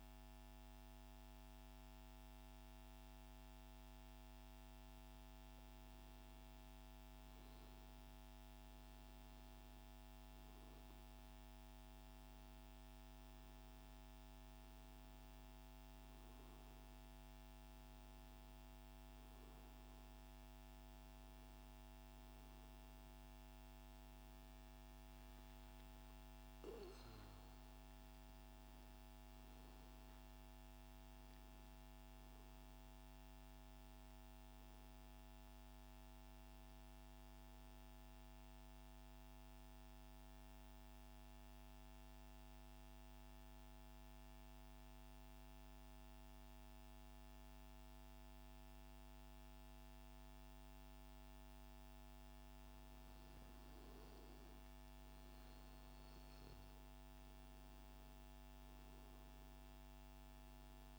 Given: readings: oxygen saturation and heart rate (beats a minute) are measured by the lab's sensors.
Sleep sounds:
breathing in sleep, hard to hear, by a microphone on the trachea; 1
1.50-24.50 s: oxygen desaturation (device-marked, oxygen 99% before, 94% lowest, heart rate 61 before, 60 extreme)
28.00-33.00 s: arousal
37.50-51.50 s: central apnea (oxygen 96% before, 90% lowest, heart rate 70 before, 57 extreme, up 13 after)
53.50-56.00 s: arousal
58.50-60.99 s: oxygen desaturation (device-marked, oxygen 96% before, 92% lowest, heart rate 65 before, 57 extreme)
From the record:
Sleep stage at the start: N2 (light sleep); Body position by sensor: on the right side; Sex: male

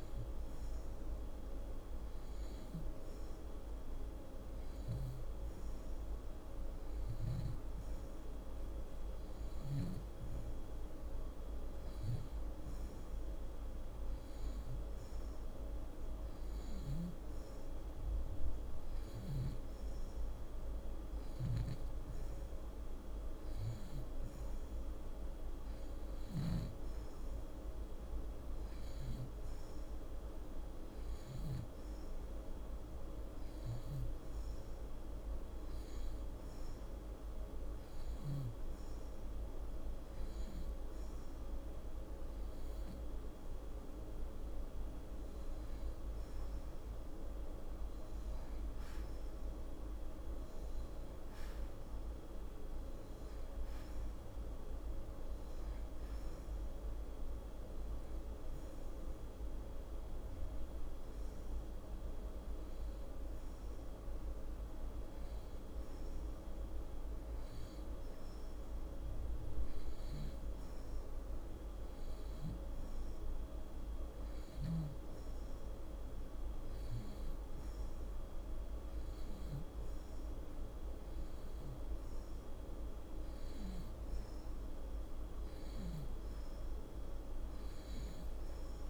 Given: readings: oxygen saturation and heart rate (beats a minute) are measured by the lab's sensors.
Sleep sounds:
breathing in sleep, hard to hear, by a room microphone; none
none scored
From the record:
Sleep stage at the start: N2 (light sleep); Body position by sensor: on the back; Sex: female

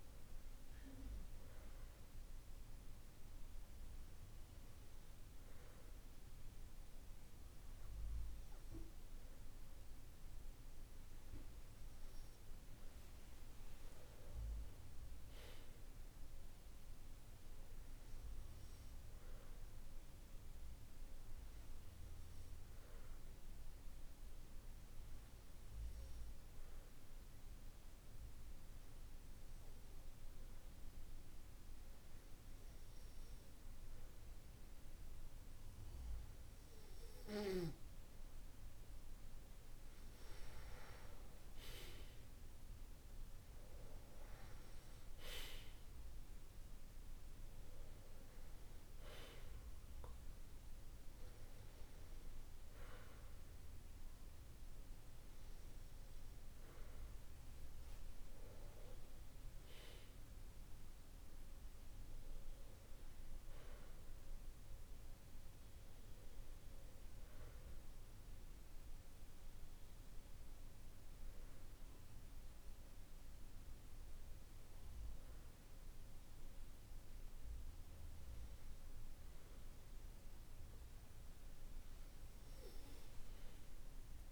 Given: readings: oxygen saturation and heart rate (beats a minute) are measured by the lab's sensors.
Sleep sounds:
breathing in sleep, hard to hear, by a room microphone; 1
13.50-16.00 s: arousal
19.00-39.00 s: hypopnea (oxygen 96% before, 94% lowest, heart rate 53 before, 49 extreme, up 15 after)
41.00-44.00 s: arousal
From the record:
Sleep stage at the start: N2 (light sleep); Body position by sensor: on the back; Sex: male

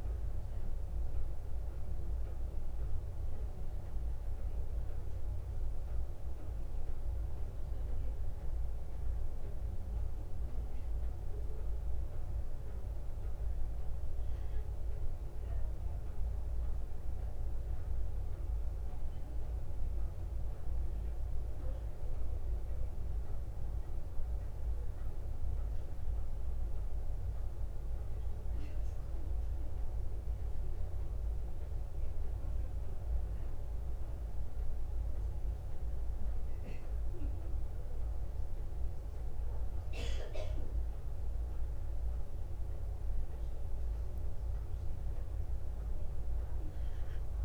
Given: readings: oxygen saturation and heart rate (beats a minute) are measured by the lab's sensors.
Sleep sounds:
breathing in sleep, hard to hear, by a room microphone; none
none scored
From the record:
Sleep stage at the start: N2 (light sleep); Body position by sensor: on the back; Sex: female

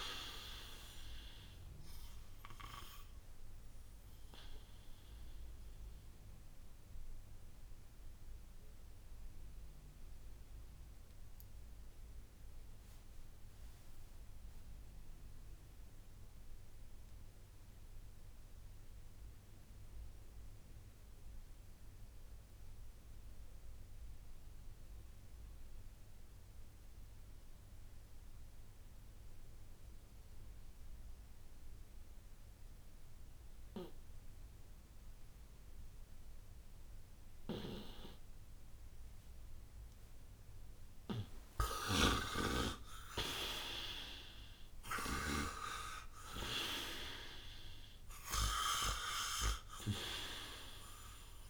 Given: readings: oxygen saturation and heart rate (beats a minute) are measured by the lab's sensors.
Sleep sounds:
breathing in sleep by a room microphone; 1
0.00-21.00 s: oxygen desaturation (device-marked, oxygen 85% lowest, heart rate 56 extreme)
4.00-40.50 s: obstructive apnea (oxygen 98% before, 84% lowest, heart rate 63 before, 56 extreme, up 43 after)
37.00-51.50 s: oxygen desaturation (device-marked, oxygen 98% before, 84% lowest, heart rate 59 before, 57 extreme)
41.50-45.50 s: arousal
From the record:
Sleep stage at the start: N2 (light sleep); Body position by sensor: on the right side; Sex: male

